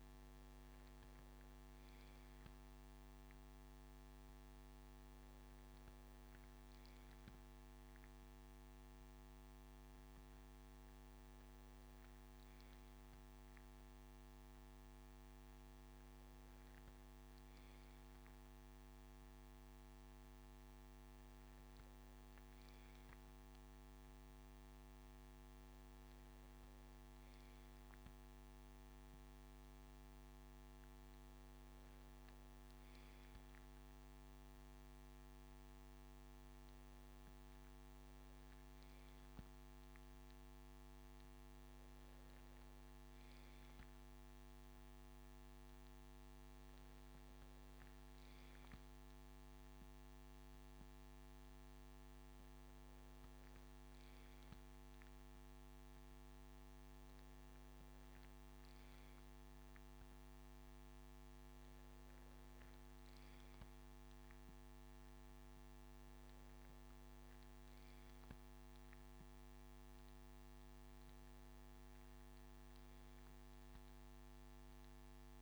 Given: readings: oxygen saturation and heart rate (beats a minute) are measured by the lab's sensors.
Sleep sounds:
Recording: breathing in sleep, hard to hear, by a microphone on the trachea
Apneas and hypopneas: none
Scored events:
none scored
From the record:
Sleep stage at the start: N2 (light sleep)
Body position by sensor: on the left side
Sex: male

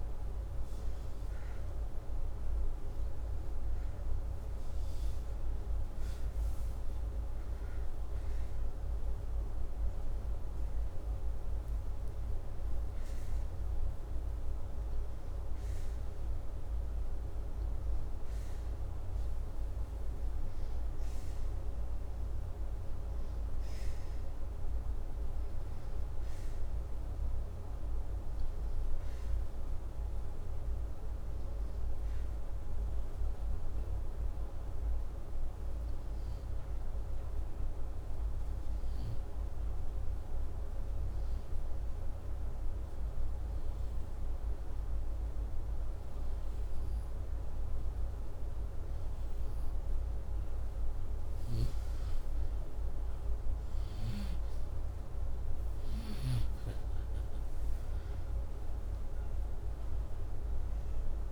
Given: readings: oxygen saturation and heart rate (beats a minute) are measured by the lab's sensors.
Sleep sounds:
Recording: breathing in sleep, hard to hear, by a room microphone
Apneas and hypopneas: 1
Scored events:
40.50-50.50 s: hypopnea (oxygen 96% before, 92% lowest, heart rate 83 before, 81 extreme, up 5 after)
53.50-57.50 s: arousal
57.50-61.32 s: oxygen desaturation (device-marked, oxygen 95% before, 92% lowest, heart rate 84 before, 83 extreme)
From the record:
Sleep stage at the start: N2 (light sleep)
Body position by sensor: upright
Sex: male

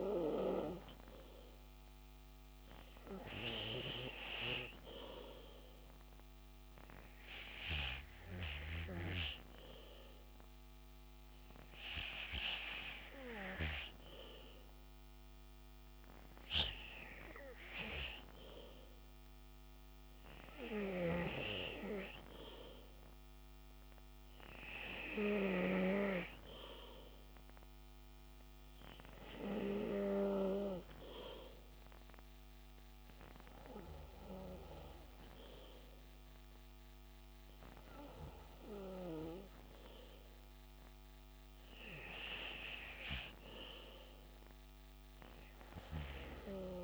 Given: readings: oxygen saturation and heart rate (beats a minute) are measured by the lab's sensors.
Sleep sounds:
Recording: breathing in sleep by a microphone on the trachea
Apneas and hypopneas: none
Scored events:
none scored
From the record:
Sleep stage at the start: N2 (light sleep)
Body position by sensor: on the back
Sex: male

